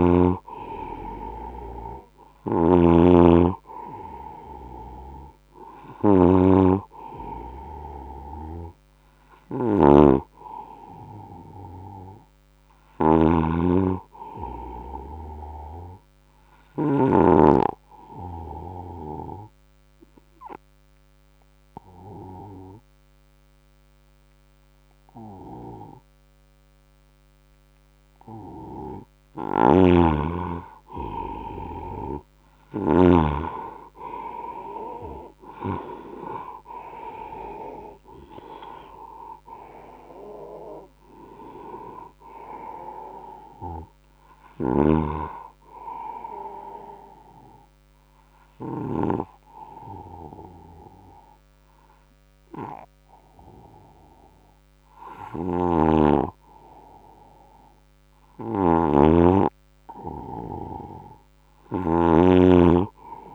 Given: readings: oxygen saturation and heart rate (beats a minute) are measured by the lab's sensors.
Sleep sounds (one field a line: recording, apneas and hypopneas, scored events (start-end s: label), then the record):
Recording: breathing in sleep by a microphone on the trachea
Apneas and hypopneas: 2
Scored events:
0.00-13.00 s: oxygen desaturation (device-marked, oxygen 92% lowest, heart rate 69 extreme)
0.00-17.00 s: snoring (device-marked)
15.00-28.50 s: obstructive apnea (oxygen 98% before, 94% lowest, heart rate 81 before, 69 extreme, up 11 after)
29.00-33.00 s: snoring (device-marked)
34.00-55.00 s: oxygen desaturation (device-marked, oxygen 97% before, 94% lowest, heart rate 75 before, 75 extreme)
37.00-41.00 s: arousal
45.00-55.50 s: obstructive apnea (oxygen 98% before, 92% lowest, heart rate 75 before, 75 extreme, up 9 after)
55.00-63.35 s: snoring (device-marked)
61.00-63.35 s: arousal
From the record:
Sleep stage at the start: N2 (light sleep)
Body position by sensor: on the right side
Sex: male